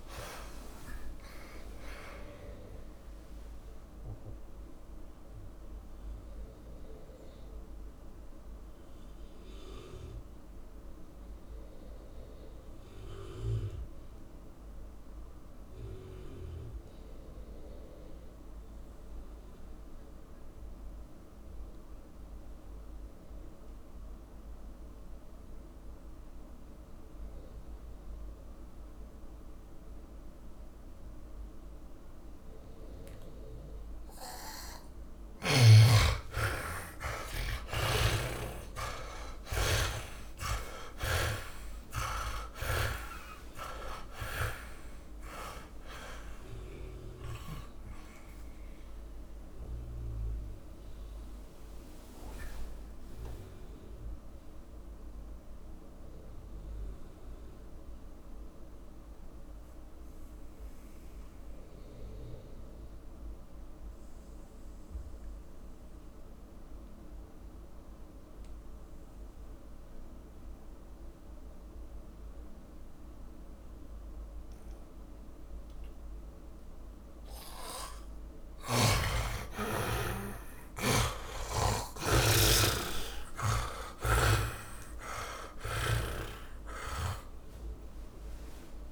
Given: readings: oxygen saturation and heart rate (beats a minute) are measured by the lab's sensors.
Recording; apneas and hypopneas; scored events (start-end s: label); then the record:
breathing in sleep by a room microphone; 2
0.00-25.50 s: oxygen desaturation (device-marked, oxygen 75% lowest)
5.50-34.00 s: mixed apnea (oxygen 100% before, 75% lowest)
33.50-65.50 s: oxygen desaturation (device-marked, oxygen 100% before, 78% lowest)
36.50-40.50 s: arousal
38.00-41.50 s: snoring (device-marked)
50.00-77.50 s: mixed apnea (oxygen 100% before, 78% lowest)
75.50-88.92 s: oxygen desaturation (device-marked, oxygen 100% before, 78% lowest)
80.00-85.00 s: arousal
From the record:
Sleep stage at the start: N2 (light sleep); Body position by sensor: on the back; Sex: male